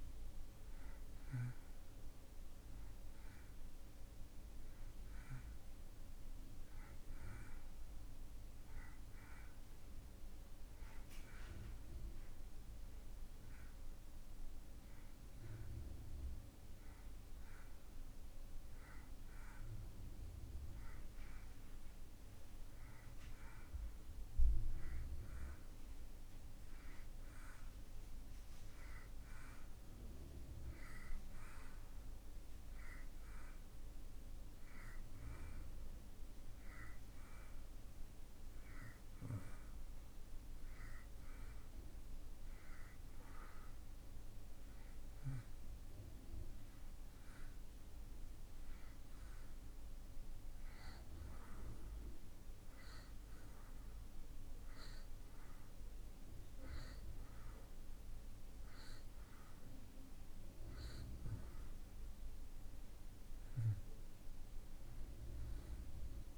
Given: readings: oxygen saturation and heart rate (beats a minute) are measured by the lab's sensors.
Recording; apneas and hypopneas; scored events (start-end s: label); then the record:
breathing in sleep by a room microphone; none
63.00-66.37 s: arousal
From the record:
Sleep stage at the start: N2 (light sleep); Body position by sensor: on the back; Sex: male